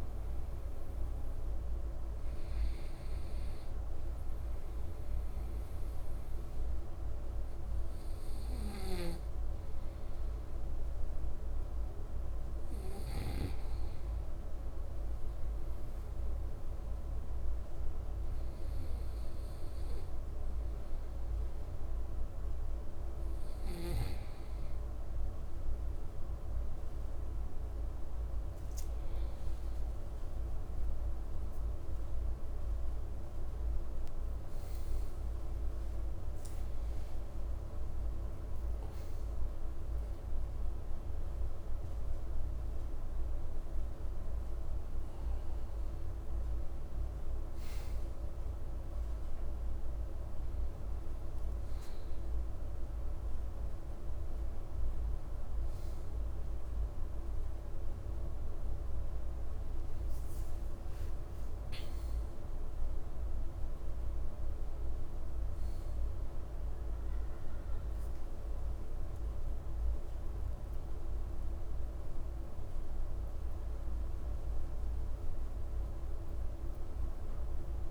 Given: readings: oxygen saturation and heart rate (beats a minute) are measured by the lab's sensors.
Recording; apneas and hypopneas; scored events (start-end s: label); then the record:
breathing in sleep, hard to hear, by a room microphone; none
30.00-34.50 s: arousal
41.50-77.91 s: new sleep stage, N1 (lightest sleep)
From the record:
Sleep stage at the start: N2 (light sleep); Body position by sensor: on the right side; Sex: male